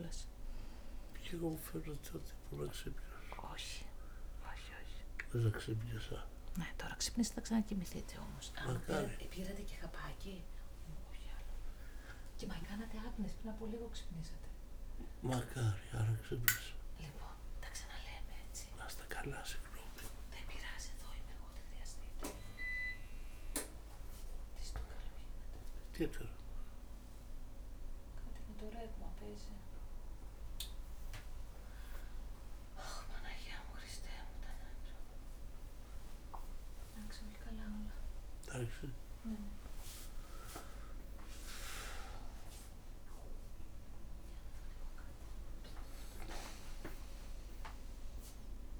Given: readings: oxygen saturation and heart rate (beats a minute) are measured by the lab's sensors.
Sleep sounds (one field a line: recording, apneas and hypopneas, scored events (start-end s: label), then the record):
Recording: a person awake in a sleep study, by a room microphone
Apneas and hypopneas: none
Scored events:
23.50-25.50 s: long interval between heartbeats (device-marked, heart rate 65 before, 74 extreme)
From the record:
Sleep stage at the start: awake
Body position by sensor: on the back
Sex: male